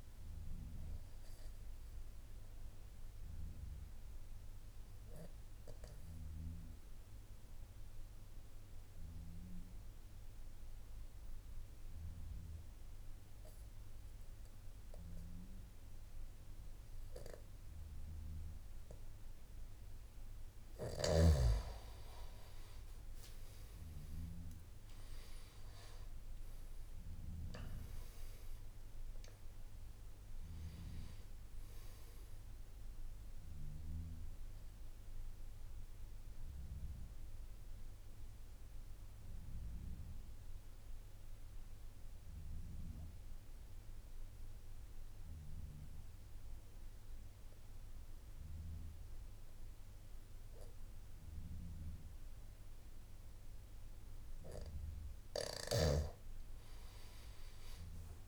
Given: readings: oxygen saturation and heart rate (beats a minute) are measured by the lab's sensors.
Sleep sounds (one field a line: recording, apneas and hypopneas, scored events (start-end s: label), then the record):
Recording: breathing in sleep by a room microphone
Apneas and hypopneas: 2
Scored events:
0.00-12.00 s: oxygen desaturation (device-marked, oxygen 92% lowest, heart rate 52 extreme)
3.00-20.50 s: obstructive apnea (oxygen 97% before, 89% lowest, heart rate 55 before, 51 extreme, up 13 after)
25.00-52.00 s: oxygen desaturation (device-marked, oxygen 97% before, 89% lowest, heart rate 54 before, 51 extreme)
34.00-54.00 s: obstructive apnea (oxygen 97% before, 89% lowest, heart rate 59 before, 51 extreme, up 10 after)
From the record:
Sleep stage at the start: N3 (deep sleep)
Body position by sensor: on the back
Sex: male